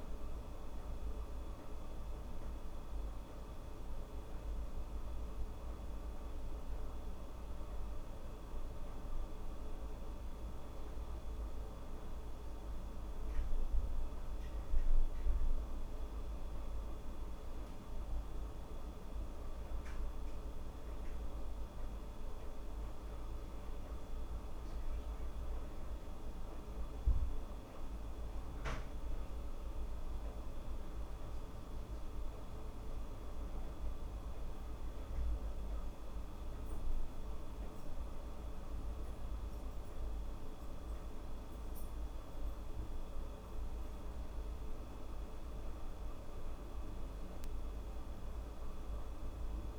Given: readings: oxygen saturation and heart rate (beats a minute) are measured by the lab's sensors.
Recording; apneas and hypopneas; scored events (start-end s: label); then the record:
breathing in sleep, hard to hear, by a room microphone; none
none scored
From the record:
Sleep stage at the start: N2 (light sleep); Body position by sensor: on the back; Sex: female